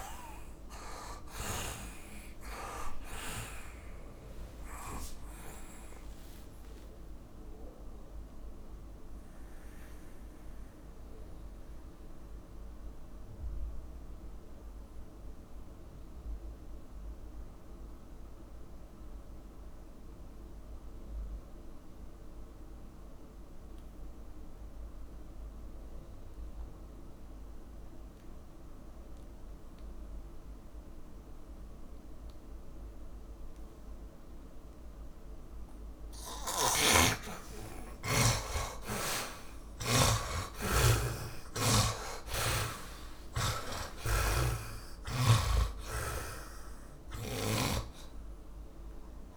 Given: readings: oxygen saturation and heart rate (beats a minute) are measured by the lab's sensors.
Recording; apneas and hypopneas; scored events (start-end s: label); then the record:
breathing in sleep by a room microphone; 1
0.00-2.00 s: snoring (device-marked)
0.00-5.00 s: arousal
2.00-24.00 s: oxygen desaturation (device-marked, oxygen 94% before, 77% lowest)
10.50-35.00 s: mixed apnea (oxygen 100% before, 77% lowest)
31.00-49.37 s: oxygen desaturation (device-marked, oxygen 100% before, 78% lowest)
37.50-41.50 s: arousal
44.00-48.00 s: snoring (device-marked)
44.00-49.37 s: tachycardia (device-marked, heart rate 32 before, 213 extreme)
From the record:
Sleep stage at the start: N2 (light sleep); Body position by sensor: on the back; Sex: male